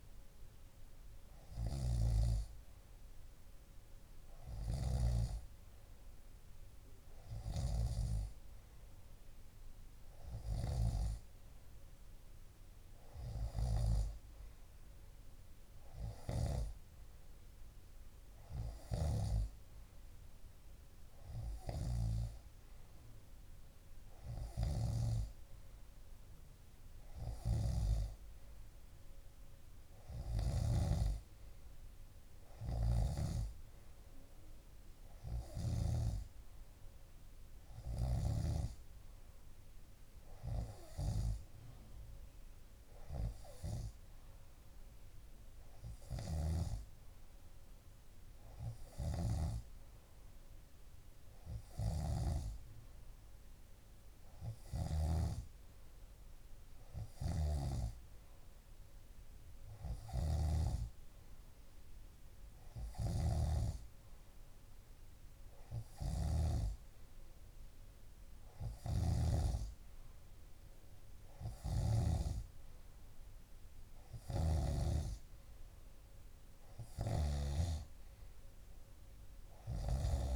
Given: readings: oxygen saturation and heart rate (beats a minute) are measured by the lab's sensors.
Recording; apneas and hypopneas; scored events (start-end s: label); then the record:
breathing in sleep by a room microphone; none
55.50-57.50 s: long interval between heartbeats (device-marked)
63.00-72.50 s: snoring (device-marked)
77.00-80.35 s: snoring (device-marked)
From the record:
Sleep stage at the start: N2 (light sleep); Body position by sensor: on the left side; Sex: male